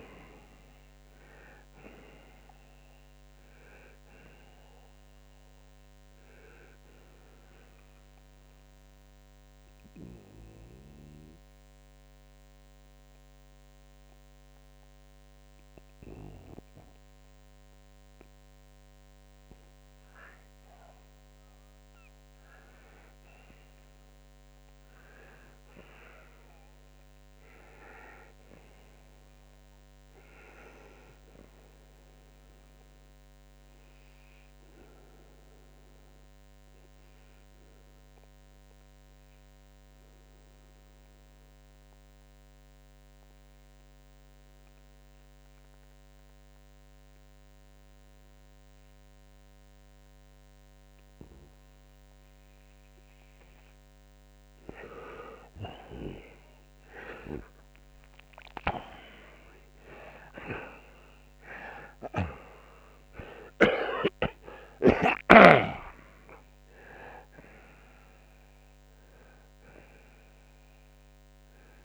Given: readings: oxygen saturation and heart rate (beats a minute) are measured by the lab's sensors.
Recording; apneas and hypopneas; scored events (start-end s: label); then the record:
breathing in sleep by a microphone on the trachea; 2
7.50-19.50 s: obstructive apnea (oxygen 92% before, 85% lowest, heart rate 92 before, 77 extreme, up 18 after)
19.00-40.00 s: oxygen desaturation (device-marked, oxygen 92% before, 85% lowest, heart rate 88 before, 68 extreme)
21.00-24.50 s: arousal
33.50-54.50 s: obstructive apnea (oxygen 92% before, 84% lowest, heart rate 85 before, 68 extreme, up 30 after)
48.00-59.00 s: oxygen desaturation (device-marked, oxygen 95% before, 90% lowest, heart rate 86 before, 72 extreme)
56.00-59.50 s: arousal
From the record:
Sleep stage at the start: N2 (light sleep); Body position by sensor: on the right side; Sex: male